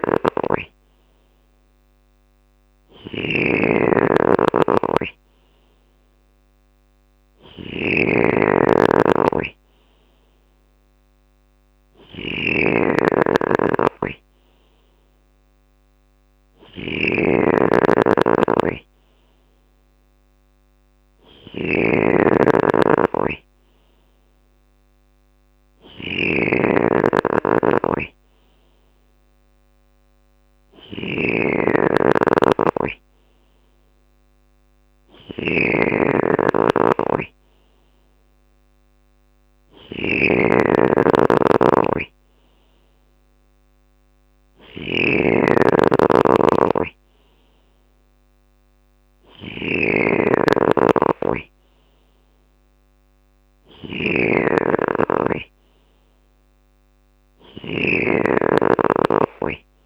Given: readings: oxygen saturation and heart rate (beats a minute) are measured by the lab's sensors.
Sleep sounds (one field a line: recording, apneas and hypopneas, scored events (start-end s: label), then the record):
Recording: breathing in sleep by a microphone on the trachea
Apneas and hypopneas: none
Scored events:
0.00-59.86 s: snoring (device-marked)
32.50-34.50 s: bradycardia (device-marked, heart rate 61 before, 60 extreme)
From the record:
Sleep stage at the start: N3 (deep sleep)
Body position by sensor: on the left side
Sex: male